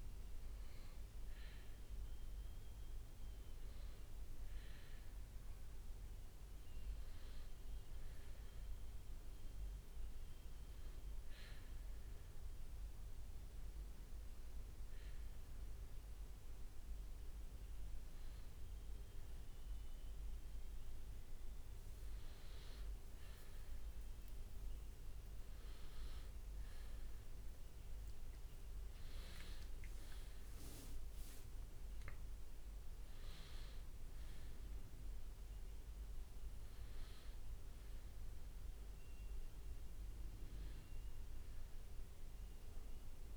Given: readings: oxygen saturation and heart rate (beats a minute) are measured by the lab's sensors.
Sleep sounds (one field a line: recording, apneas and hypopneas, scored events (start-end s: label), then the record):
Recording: breathing in sleep, hard to hear, by a room microphone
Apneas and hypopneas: none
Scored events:
0.00-5.00 s: leg movement (device-marked)
8.00-15.00 s: leg movement (device-marked)
27.00-31.50 s: arousal
From the record:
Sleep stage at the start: N2 (light sleep)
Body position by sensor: on the back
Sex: male